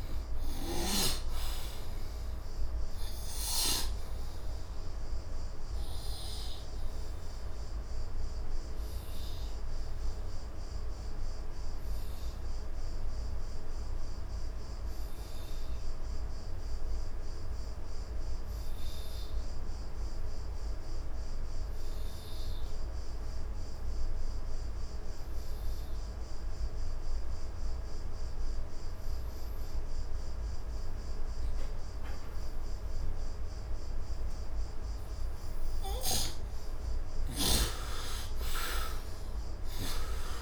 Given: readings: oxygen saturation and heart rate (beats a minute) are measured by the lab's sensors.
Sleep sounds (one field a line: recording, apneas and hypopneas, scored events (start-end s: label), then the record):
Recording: breathing in sleep by a room microphone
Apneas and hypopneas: 1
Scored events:
0.00-25.00 s: oxygen desaturation (device-marked, oxygen 76% lowest, heart rate 66 extreme)
6.00-34.50 s: obstructive apnea (oxygen 96% before, 72% lowest, heart rate 77 before, 69 extreme, up 6 after)
27.00-40.42 s: oxygen desaturation (device-marked, oxygen 99% before, 72% lowest, heart rate 72 before, 69 extreme)
36.50-40.42 s: snoring (device-marked)
37.00-40.42 s: arousal
From the record:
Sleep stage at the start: N2 (light sleep)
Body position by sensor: on the right side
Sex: male